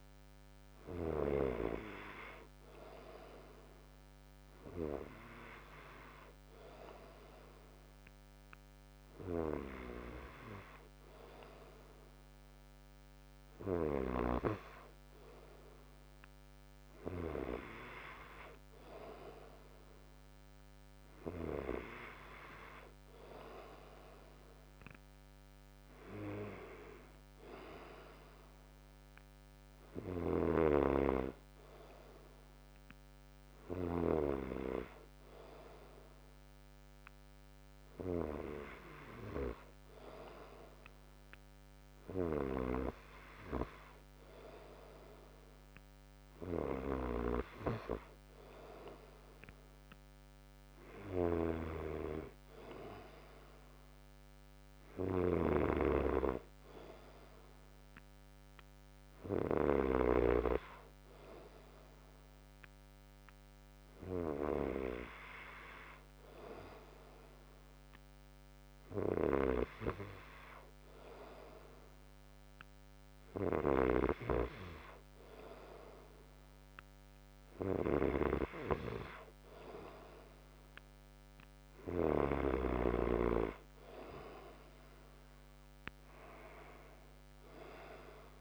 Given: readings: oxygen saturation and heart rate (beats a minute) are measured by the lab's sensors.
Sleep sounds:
breathing in sleep by a microphone on the trachea; none
0.00-1.50 s: snoring (device-marked)
55.00-60.00 s: snoring (device-marked)
From the record:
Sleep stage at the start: N2 (light sleep); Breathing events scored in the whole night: 109 in 4.7 hours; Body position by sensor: on the front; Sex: male

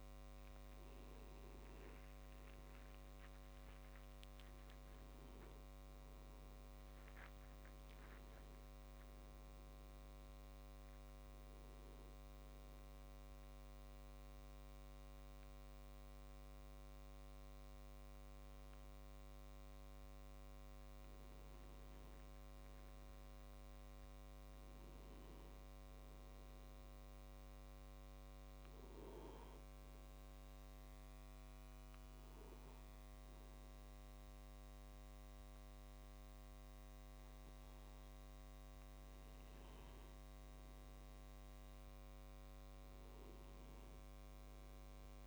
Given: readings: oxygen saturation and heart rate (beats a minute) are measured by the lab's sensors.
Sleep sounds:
breathing in sleep, hard to hear, by a microphone on the trachea; 1
5.00-9.50 s: arousal
27.50-38.50 s: hypopnea (oxygen 96% before, 92% lowest)
40.50-44.50 s: arousal
From the record:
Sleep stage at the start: N2 (light sleep); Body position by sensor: on the back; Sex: male

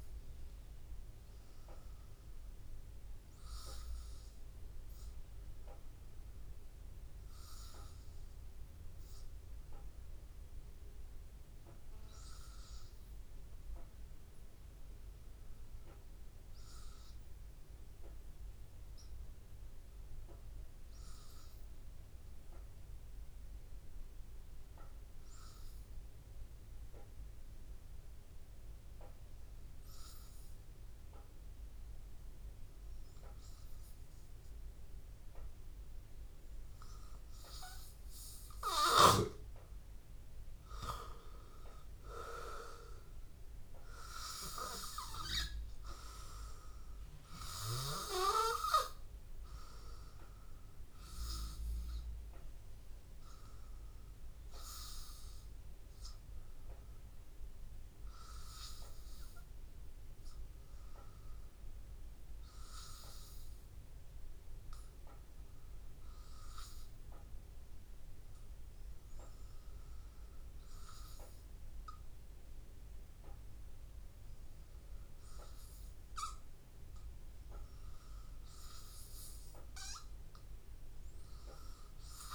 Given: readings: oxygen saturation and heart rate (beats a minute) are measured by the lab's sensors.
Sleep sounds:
breathing in sleep by a room microphone; 2
0.00-8.50 s: oxygen desaturation (device-marked, oxygen 90% lowest, heart rate 81 extreme)
3.50-35.00 s: obstructive apnea (oxygen 95% before, 91% lowest, heart rate 84 before, 82 extreme, up 1 after)
28.50-61.50 s: oxygen desaturation (device-marked, oxygen 98% before, 91% lowest, heart rate 82 before, 81 extreme)
38.00-41.50 s: arousal
55.50-77.00 s: hypopnea (oxygen 97% before, 91% lowest, heart rate 83 before, 81 extreme, up 0 after)
78.50-82.35 s: oxygen desaturation (device-marked, oxygen 98% before, 93% lowest, heart rate 83 before, 81 extreme)
79.50-82.35 s: arousal
From the record:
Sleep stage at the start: N2 (light sleep); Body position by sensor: on the back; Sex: male

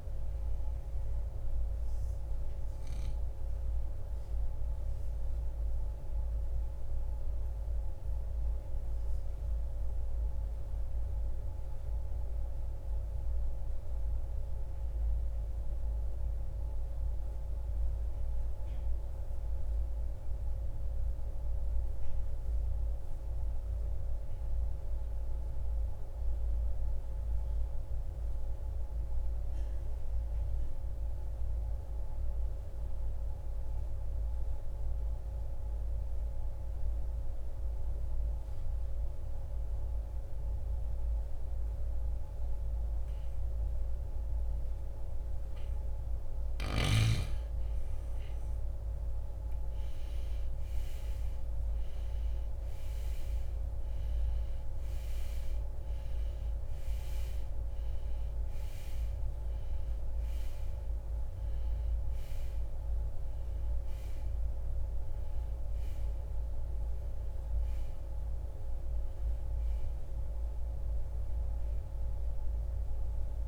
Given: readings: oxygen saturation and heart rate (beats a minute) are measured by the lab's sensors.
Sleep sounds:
breathing in sleep, hard to hear, by a room microphone; 1
0.00-18.00 s: oxygen desaturation (device-marked, oxygen 79% lowest, heart rate 46 extreme)
3.00-73.47 s: new sleep stage, N2 (light sleep)
4.00-46.00 s: obstructive apnea (oxygen 95% before, 76% lowest, heart rate 76 before, 46 extreme, up 24 after)
40.00-73.47 s: oxygen desaturation (device-marked, oxygen 97% before, 76% lowest, heart rate 56 before, 53 extreme)
48.00-53.50 s: arousal
From the record:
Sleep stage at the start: N1 (lightest sleep); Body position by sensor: on the right side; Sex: male

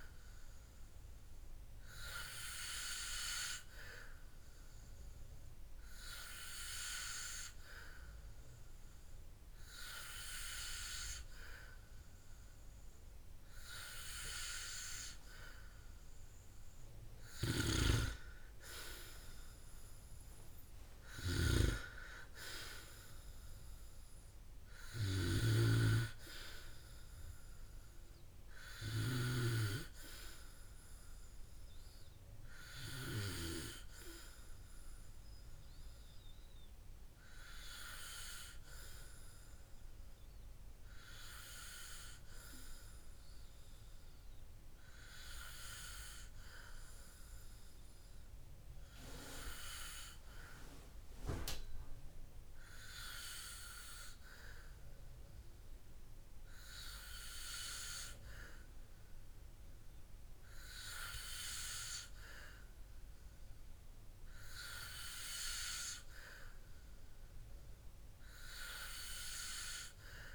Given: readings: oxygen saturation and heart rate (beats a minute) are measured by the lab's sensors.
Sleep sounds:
breathing in sleep by a room microphone; none
26.00-30.00 s: snoring (device-marked)
From the record:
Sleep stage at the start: N2 (light sleep); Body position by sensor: on the back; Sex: male

